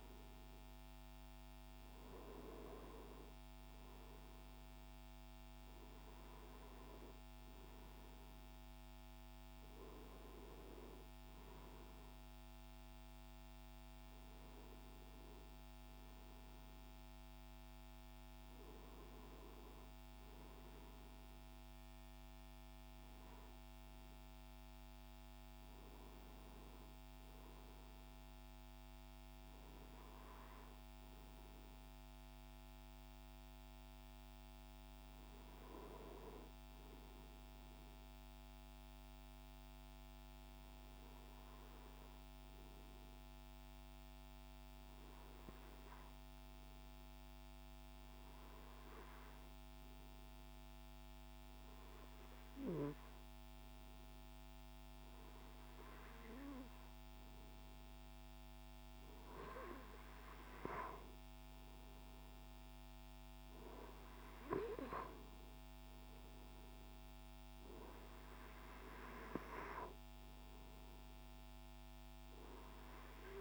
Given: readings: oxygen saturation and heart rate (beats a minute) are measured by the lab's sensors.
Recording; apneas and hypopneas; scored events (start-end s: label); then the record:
breathing in sleep by a microphone on the trachea; 1
27.00-31.00 s: arousal
38.50-61.00 s: obstructive apnea (oxygen 97% before, 95% lowest, heart rate 71 before, 70 extreme, up 3 after)
63.00-67.00 s: arousal
From the record:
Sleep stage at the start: N2 (light sleep); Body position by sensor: on the right side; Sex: male